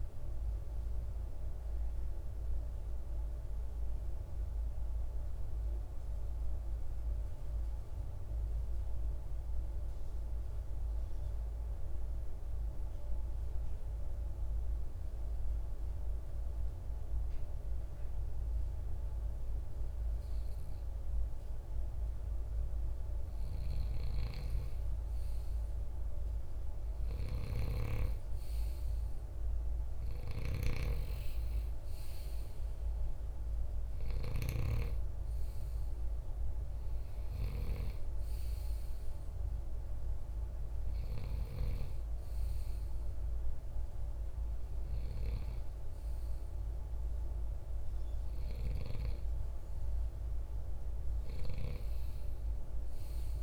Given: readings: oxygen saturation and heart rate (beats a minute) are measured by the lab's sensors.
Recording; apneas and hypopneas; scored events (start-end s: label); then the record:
breathing in sleep by a room microphone; 1
5.50-19.50 s: obstructive apnea (oxygen 96% before, 91% lowest, heart rate 66 before, 51 extreme, up 11 after)
22.00-26.50 s: arousal
27.00-49.00 s: oxygen desaturation (device-marked, oxygen 98% before, 91% lowest, heart rate 54 before, 55 extreme)
29.00-33.50 s: snoring (device-marked)
From the record:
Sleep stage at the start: N2 (light sleep); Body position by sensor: on the right side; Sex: male